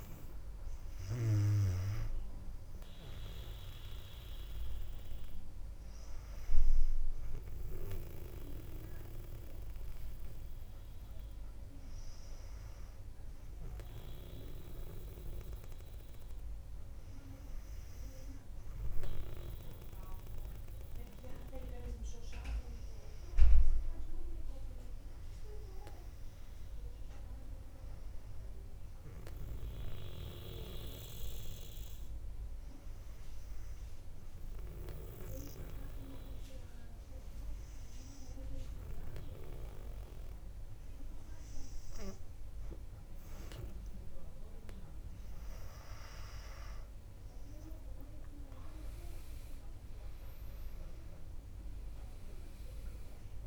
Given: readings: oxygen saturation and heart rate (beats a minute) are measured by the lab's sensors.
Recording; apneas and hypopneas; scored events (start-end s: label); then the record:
breathing in sleep by a room microphone; 2
0.00-13.50 s: oxygen desaturation (device-marked, oxygen 93% lowest, heart rate 58 extreme)
1.00-12.50 s: hypopnea (oxygen 100% before, 93% lowest, heart rate 59 before, 58 extreme, up 1 after)
14.50-19.00 s: arousal
31.50-44.00 s: obstructive apnea (oxygen 98% before, 97% lowest, heart rate 60 before, 57 extreme, up 8 after)
47.50-52.50 s: arousal
From the record:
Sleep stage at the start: N2 (light sleep); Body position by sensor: on the back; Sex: female